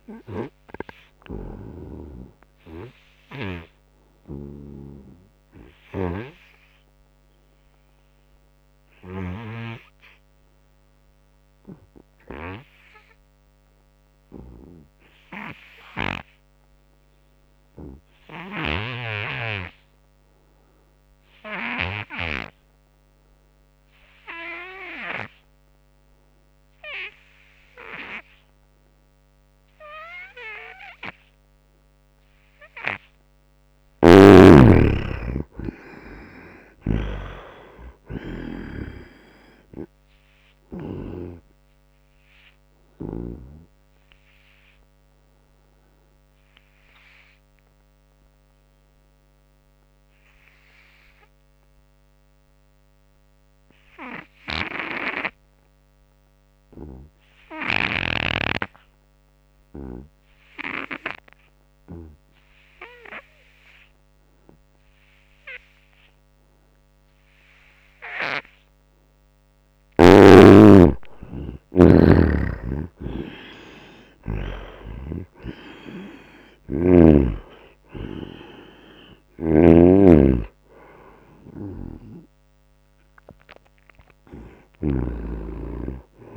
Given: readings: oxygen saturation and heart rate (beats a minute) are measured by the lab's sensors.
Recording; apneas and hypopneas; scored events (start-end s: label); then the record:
breathing in sleep by a microphone on the trachea; 2
0.00-9.50 s: snoring (device-marked)
0.00-14.00 s: oxygen desaturation (device-marked, oxygen 69% lowest, heart rate 72 extreme)
2.50-32.00 s: obstructive apnea (oxygen 98% before, 69% lowest, heart rate 80 before, 77 extreme, up 8 after)
19.00-57.00 s: oxygen desaturation (device-marked, oxygen 98% before, 72% lowest, heart rate 89 before, 76 extreme)
33.00-37.00 s: arousal
33.50-41.00 s: snoring (device-marked)
42.00-69.50 s: obstructive apnea (oxygen 98% before, 72% lowest, heart rate 82 before, 76 extreme, up 13 after)
59.00-86.37 s: oxygen desaturation (device-marked, oxygen 98% before, 72% lowest, heart rate 87 before, 76 extreme)
70.50-75.50 s: arousal
79.50-85.00 s: snoring (device-marked)
From the record:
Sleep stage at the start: N2 (light sleep); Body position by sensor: on the front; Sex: male